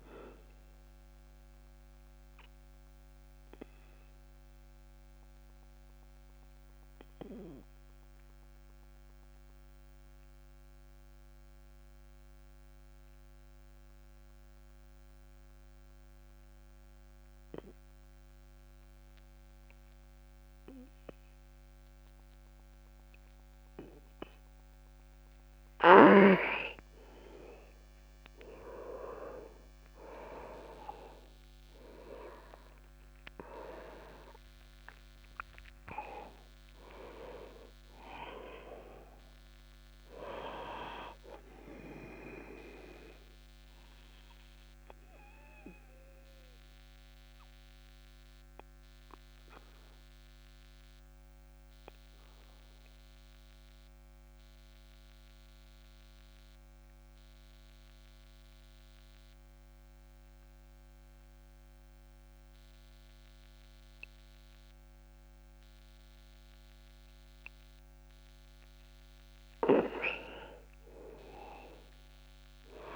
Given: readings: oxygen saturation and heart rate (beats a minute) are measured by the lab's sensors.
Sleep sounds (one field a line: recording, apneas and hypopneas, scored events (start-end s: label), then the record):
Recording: breathing in sleep by a microphone on the trachea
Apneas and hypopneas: 2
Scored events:
0.00-17.50 s: oxygen desaturation (device-marked, oxygen 95% lowest, heart rate 40 extreme)
0.50-25.50 s: obstructive apnea (oxygen 100% before, 91% lowest, heart rate 51 before, 40 extreme, up 9 after)
28.50-31.50 s: arousal
30.50-56.50 s: oxygen desaturation (device-marked, oxygen 98% before, 91% lowest, heart rate 51 before, 38 extreme)
44.00-68.50 s: obstructive apnea (oxygen 98% before, 91% lowest, heart rate 52 before, 29 extreme, up 4 after)
71.00-72.96 s: arousal
From the record:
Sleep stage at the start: N2 (light sleep)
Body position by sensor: on the back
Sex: male